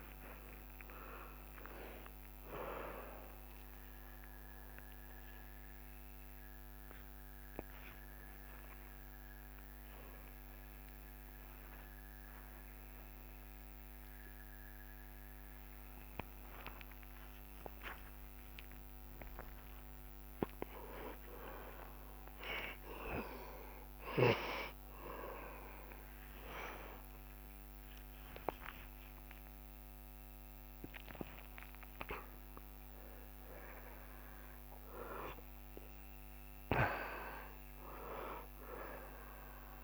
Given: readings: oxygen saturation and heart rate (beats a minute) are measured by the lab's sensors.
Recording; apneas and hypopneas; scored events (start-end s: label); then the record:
a person awake in a sleep study, by a microphone on the trachea; none
0.00-1.00 s: long interval between heartbeats (device-marked, heart rate 86 extreme)
3.50-23.50 s: tachycardia (device-marked, heart rate 86 before, 188 extreme)
5.50-7.50 s: long interval between heartbeats (device-marked, heart rate 79 before, 97 extreme)
10.00-12.00 s: long interval between heartbeats (device-marked, heart rate 89 before, 152 extreme)
12.00-14.00 s: long interval between heartbeats (device-marked, heart rate 98 before, 178 extreme)
14.50-16.50 s: long interval between heartbeats (device-marked, heart rate 113 before, 140 extreme)
16.50-18.50 s: long interval between heartbeats (device-marked, heart rate 119 before, 139 extreme)
18.50-20.50 s: long interval between heartbeats (device-marked, heart rate 126 before, 129 extreme)
21.00-23.00 s: long interval between heartbeats (device-marked, heart rate 131 before, 143 extreme)
23.00-25.00 s: long interval between heartbeats (device-marked, heart rate 137 before, 134 extreme)
27.50-34.50 s: tachycardia (device-marked, heart rate 89 before, 133 extreme)
29.50-31.50 s: long interval between heartbeats (device-marked, heart rate 138 before, 94 extreme)
31.50-33.50 s: long interval between heartbeats (device-marked, heart rate 131 before, 122 extreme)
37.50-39.84 s: oxygen desaturation (device-marked, oxygen 95% before, 87% lowest, heart rate 121 before, 70 extreme)
From the record:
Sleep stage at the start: awake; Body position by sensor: on the back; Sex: male